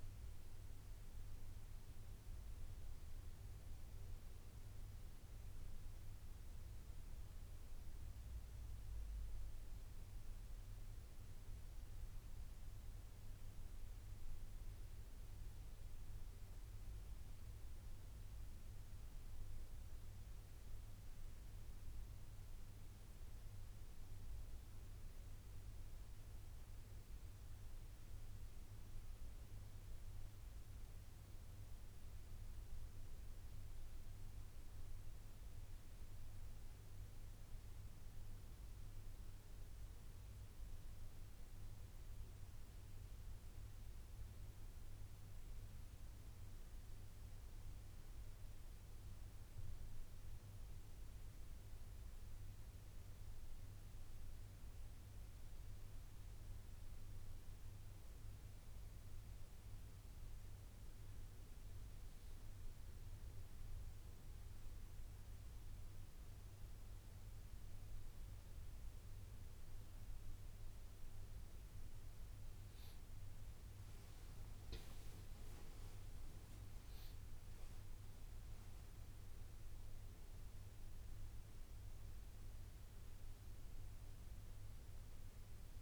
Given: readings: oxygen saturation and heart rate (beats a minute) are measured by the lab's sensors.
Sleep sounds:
breathing in sleep, hard to hear, by a room microphone; none
51.50-85.82 s: new sleep stage, N2 (light sleep)
73.50-77.50 s: arousal
From the record:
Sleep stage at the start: N1 (lightest sleep); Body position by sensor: on the right side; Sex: male

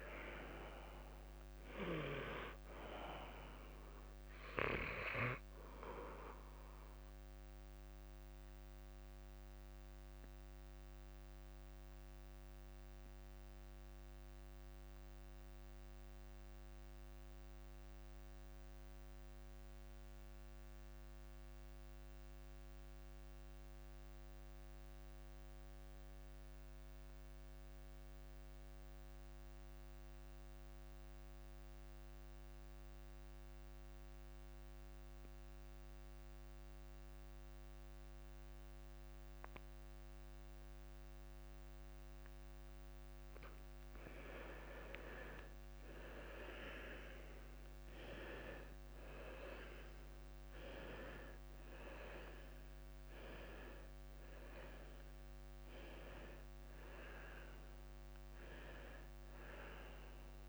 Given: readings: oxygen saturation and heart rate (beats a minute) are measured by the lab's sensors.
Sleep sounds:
breathing in sleep by a microphone on the trachea; 1
0.00-24.50 s: oxygen desaturation (device-marked, oxygen 88% lowest, heart rate 52 extreme)
7.00-43.00 s: mixed apnea (oxygen 98% before, 88% lowest, heart rate 55 before, 52 extreme, up 15 after)
39.50-60.49 s: oxygen desaturation (device-marked, oxygen 97% before, 88% lowest, heart rate 53 before, 50 extreme)
45.50-49.00 s: arousal
From the record:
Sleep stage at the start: N2 (light sleep); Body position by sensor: on the left side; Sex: male

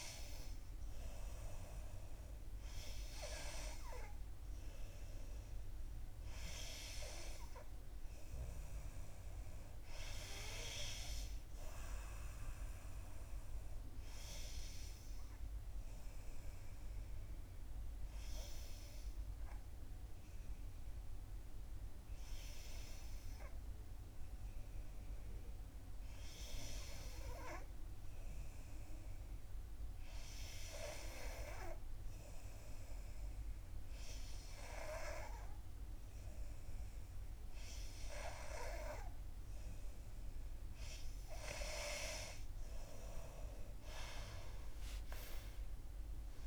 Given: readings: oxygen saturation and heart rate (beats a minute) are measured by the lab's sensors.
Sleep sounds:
breathing in sleep by a room microphone; 1
7.00-10.00 s: arousal
17.00-27.00 s: hypopnea (oxygen 92% before, 89% lowest, heart rate 65 before, 59 extreme, up 4 after)
29.00-32.50 s: arousal
From the record:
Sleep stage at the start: N2 (light sleep); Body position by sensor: on the back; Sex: female

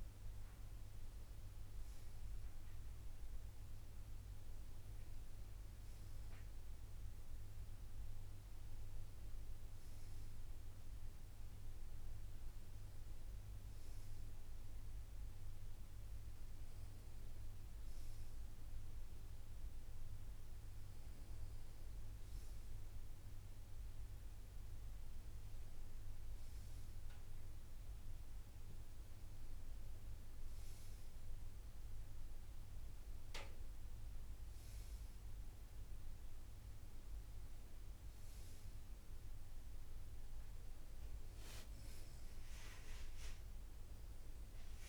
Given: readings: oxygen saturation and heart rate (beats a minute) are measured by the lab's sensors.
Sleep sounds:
breathing in sleep, hard to hear, by a room microphone; none
none scored
From the record:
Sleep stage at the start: N2 (light sleep); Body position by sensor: on the right side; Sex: male

